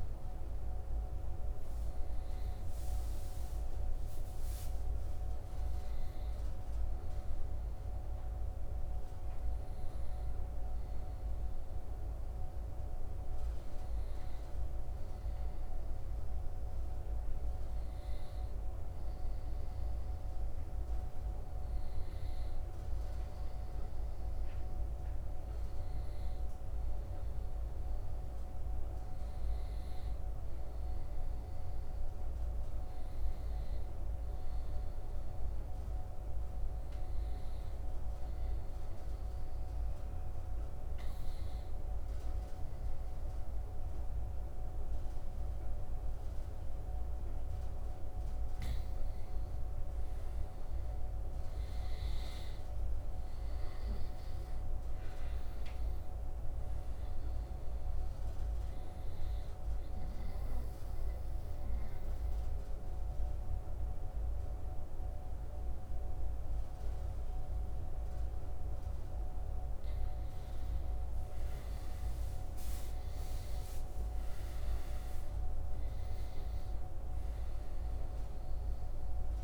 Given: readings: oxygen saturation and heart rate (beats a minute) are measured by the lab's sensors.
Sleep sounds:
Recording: breathing in sleep, hard to hear, by a room microphone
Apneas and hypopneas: 2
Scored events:
29.50-79.44 s: new sleep stage, N2 (light sleep)
30.00-34.50 s: arousal
37.50-49.00 s: hypopnea (oxygen 94% before, 87% lowest, heart rate 81 before, 79 extreme, up 1 after)
52.00-55.50 s: arousal
56.50-68.50 s: oxygen desaturation (device-marked, oxygen 93% before, 87% lowest, heart rate 81 before, 78 extreme)
59.50-70.00 s: obstructive apnea (oxygen 93% before, 87% lowest, heart rate 81 before, 78 extreme, up 7 after)
72.00-75.50 s: arousal
77.50-79.44 s: oxygen desaturation (device-marked, oxygen 95% before, 87% lowest, heart rate 81 before, 75 extreme)
From the record:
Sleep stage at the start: N1 (lightest sleep)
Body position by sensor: on the right side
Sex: male

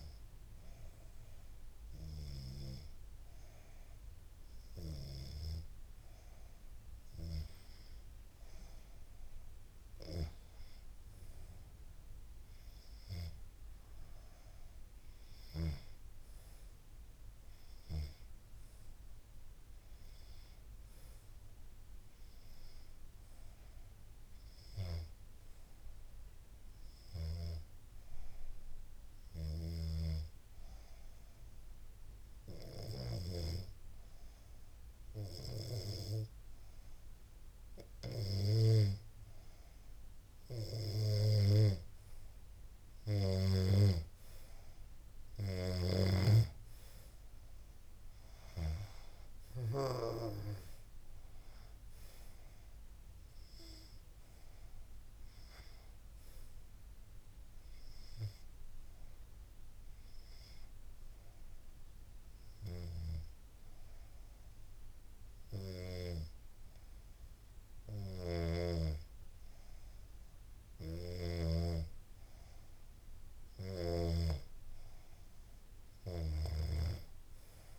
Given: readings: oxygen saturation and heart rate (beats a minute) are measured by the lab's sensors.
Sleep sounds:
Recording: breathing in sleep by a room microphone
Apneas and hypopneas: 2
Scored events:
14.00-17.50 s: arousal
29.00-40.50 s: obstructive apnea (oxygen 93% before, 89% lowest, heart rate 82 before, 80 extreme, up 3 after)
44.00-61.00 s: oxygen desaturation (device-marked, oxygen 92% before, 89% lowest, heart rate 81 before, 80 extreme)
46.00-49.50 s: arousal
58.00-69.00 s: hypopnea (oxygen 93% before, 91% lowest, heart rate 82 before, 80 extreme, up 0 after)
67.00-70.50 s: snoring (device-marked)
74.00-77.50 s: arousal
From the record:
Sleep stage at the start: N2 (light sleep)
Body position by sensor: on the back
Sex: female

